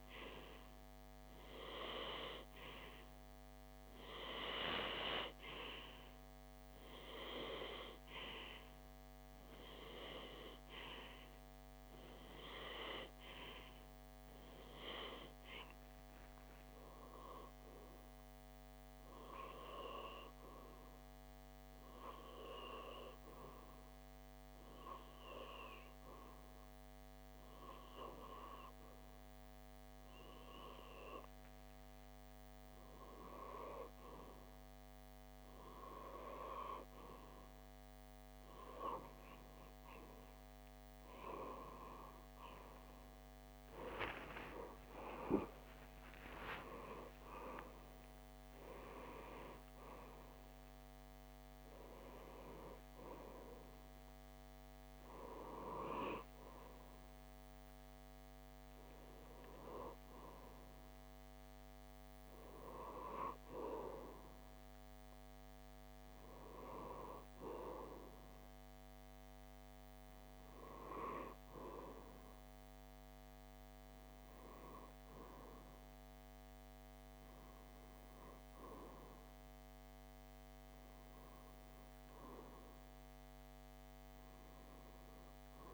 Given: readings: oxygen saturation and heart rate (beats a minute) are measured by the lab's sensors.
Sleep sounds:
breathing in sleep by a microphone on the trachea; none
43.50-48.00 s: arousal
From the record:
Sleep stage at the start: REM sleep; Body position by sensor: on the left side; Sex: male

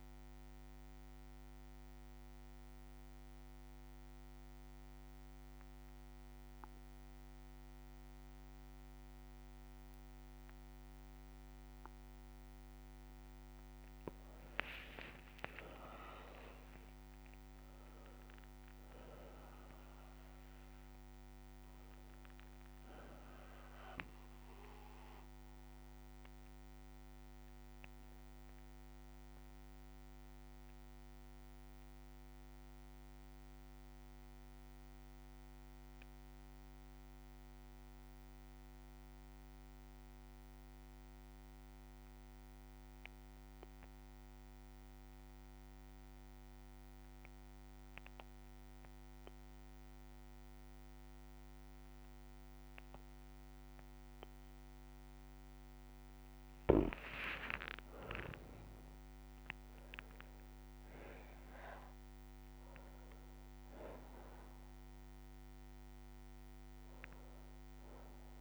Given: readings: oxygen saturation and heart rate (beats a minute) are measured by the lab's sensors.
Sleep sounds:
breathing in sleep by a microphone on the trachea; 1
0.00-7.50 s: bradycardia (device-marked, heart rate 58 extreme)
14.50-19.00 s: arousal
15.00-17.00 s: long interval between heartbeats (device-marked, heart rate 59 before, 74 extreme)
26.50-43.50 s: bradycardia (device-marked, heart rate 62 before, 58 extreme)
27.00-53.50 s: obstructive apnea (oxygen 98% before, 92% lowest, heart rate 68 before, 58 extreme, up 4 after)
52.50-68.41 s: oxygen desaturation (device-marked, oxygen 99% before, 92% lowest, heart rate 59 before, 58 extreme)
56.50-62.00 s: arousal
From the record:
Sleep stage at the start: N2 (light sleep); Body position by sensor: on the back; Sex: male

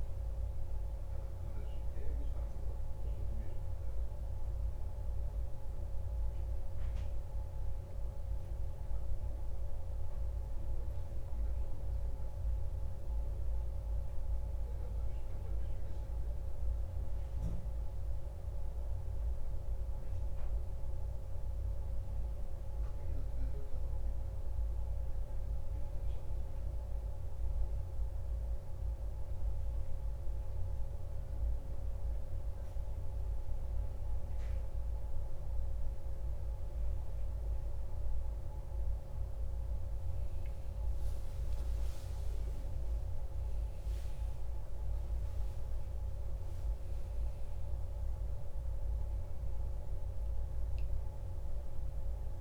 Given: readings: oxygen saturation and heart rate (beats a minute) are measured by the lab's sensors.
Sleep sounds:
breathing in sleep, hard to hear, by a room microphone; none
9.50-13.50 s: arousal
44.00-49.50 s: arousal
From the record:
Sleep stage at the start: N1 (lightest sleep); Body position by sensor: on the back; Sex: male

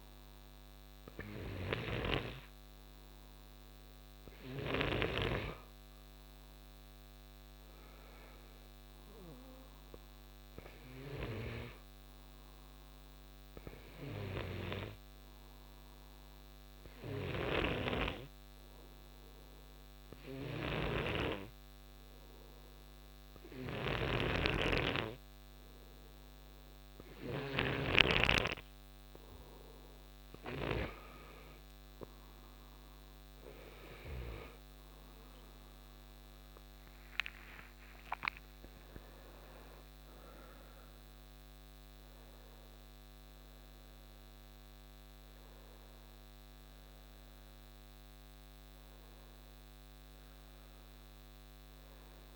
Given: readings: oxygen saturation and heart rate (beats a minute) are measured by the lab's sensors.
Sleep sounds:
breathing in sleep by a microphone on the trachea; none
0.00-5.00 s: snoring (device-marked)
17.00-27.50 s: snoring (device-marked)
37.50-42.00 s: arousal
From the record:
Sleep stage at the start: N2 (light sleep); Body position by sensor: on the right side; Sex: male

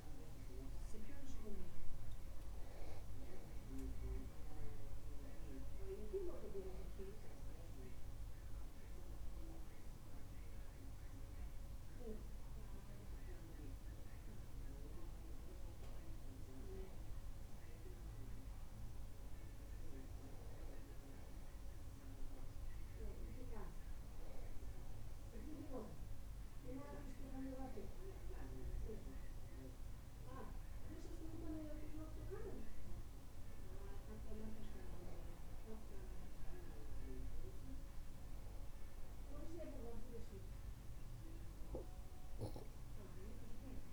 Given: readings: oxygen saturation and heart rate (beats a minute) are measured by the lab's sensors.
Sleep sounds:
breathing in sleep by a room microphone; none
none scored
From the record:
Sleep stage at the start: N2 (light sleep); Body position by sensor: on the back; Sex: male

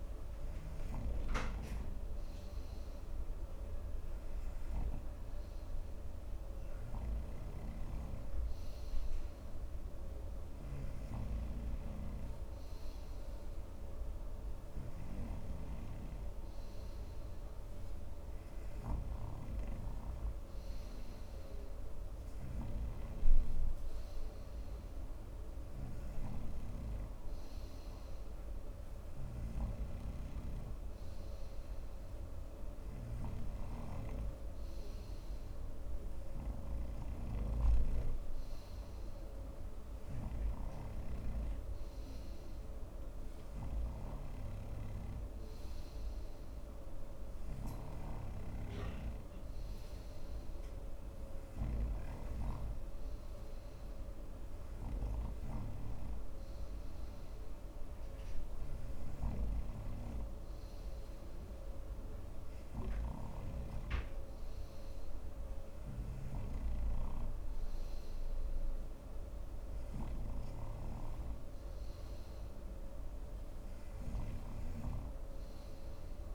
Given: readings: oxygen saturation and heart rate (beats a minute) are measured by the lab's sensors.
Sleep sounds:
breathing in sleep by a room microphone; none
30.00-38.50 s: snoring (device-marked)
44.50-64.50 s: snoring (device-marked)
75.00-76.35 s: snoring (device-marked)
From the record:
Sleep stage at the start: N3 (deep sleep); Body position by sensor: on the front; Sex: male

